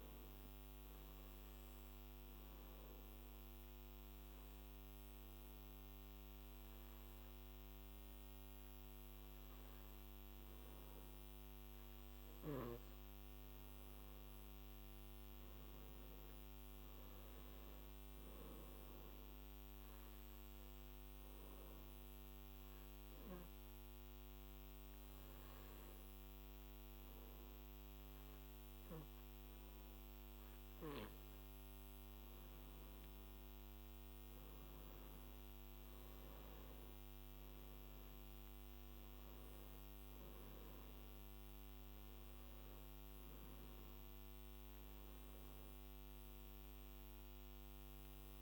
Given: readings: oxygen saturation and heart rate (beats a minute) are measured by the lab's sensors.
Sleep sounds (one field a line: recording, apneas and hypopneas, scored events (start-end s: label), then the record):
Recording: breathing in sleep, hard to hear, by a microphone on the trachea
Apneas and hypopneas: 2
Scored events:
3.00-13.50 s: obstructive apnea (oxygen 97% before, 93% lowest, heart rate 59 before, 51 extreme, up 9 after)
14.50-17.50 s: arousal
21.00-32.00 s: obstructive apnea (oxygen 97% before, 93% lowest, heart rate 58 before, 55 extreme, up 8 after)
33.50-36.50 s: arousal
42.50-48.42 s: oxygen desaturation (device-marked, oxygen 96% before, 93% lowest, heart rate 57 before, 50 extreme)
From the record:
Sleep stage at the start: N2 (light sleep)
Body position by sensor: on the back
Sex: male